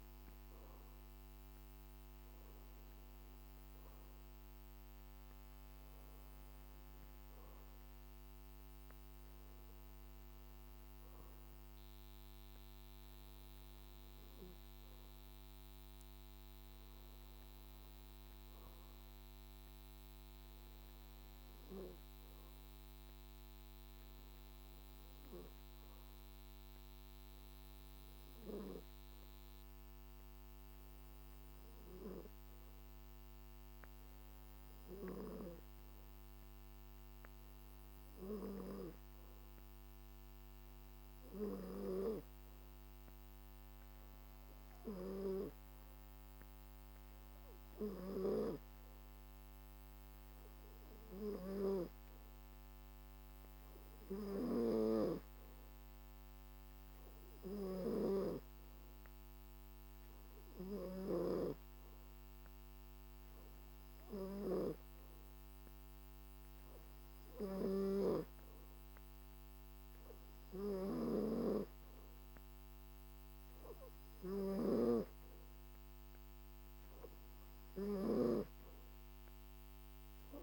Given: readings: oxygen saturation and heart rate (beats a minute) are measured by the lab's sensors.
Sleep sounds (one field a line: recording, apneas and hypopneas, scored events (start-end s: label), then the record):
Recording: breathing in sleep by a microphone on the trachea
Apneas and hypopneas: 1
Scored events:
28.50-53.00 s: hypopnea (oxygen 94% before, 90% lowest, heart rate 50 before, 51 extreme, up 1 after)
55.50-58.50 s: arousal
From the record:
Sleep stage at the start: N2 (light sleep)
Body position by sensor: on the back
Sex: male